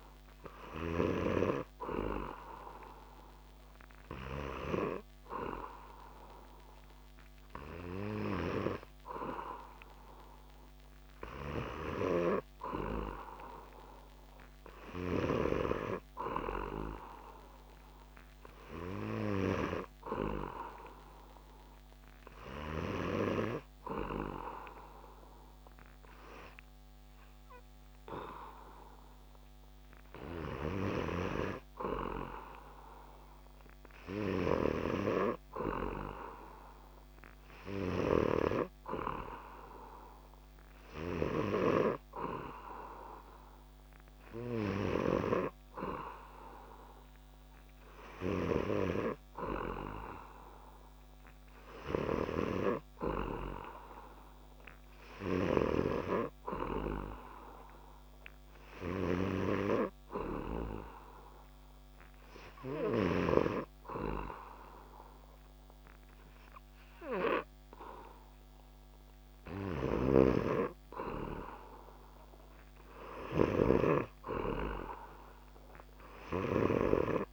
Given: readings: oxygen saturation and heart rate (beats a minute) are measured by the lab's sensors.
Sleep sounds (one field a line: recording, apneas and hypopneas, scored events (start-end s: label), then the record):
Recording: breathing in sleep by a microphone on the trachea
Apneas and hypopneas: none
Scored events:
none scored
From the record:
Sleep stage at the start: N2 (light sleep)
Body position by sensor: on the back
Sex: male